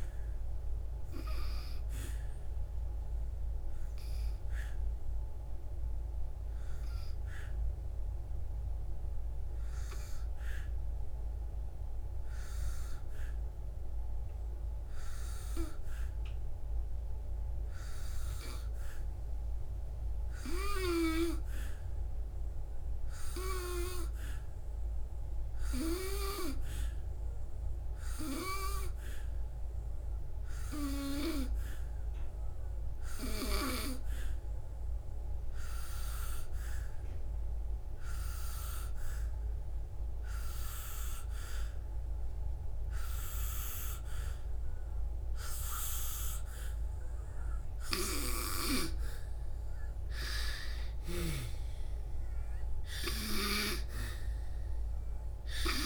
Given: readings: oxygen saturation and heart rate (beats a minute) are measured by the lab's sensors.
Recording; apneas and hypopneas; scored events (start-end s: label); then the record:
breathing in sleep by a room microphone; 2
0.00-3.50 s: oxygen desaturation (device-marked, oxygen 93% lowest, heart rate 57 extreme)
7.00-19.00 s: hypopnea (oxygen 98% before, 91% lowest, heart rate 68 before, 57 extreme, up 10 after)
20.50-24.00 s: arousal
35.50-46.50 s: hypopnea (oxygen 97% before, 91% lowest, heart rate 64 before, 59 extreme, up 5 after)
42.50-55.86 s: oxygen desaturation (device-marked, oxygen 96% before, 91% lowest, heart rate 66 before, 59 extreme)
49.50-52.50 s: arousal
From the record:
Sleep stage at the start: N2 (light sleep); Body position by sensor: on the back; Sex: female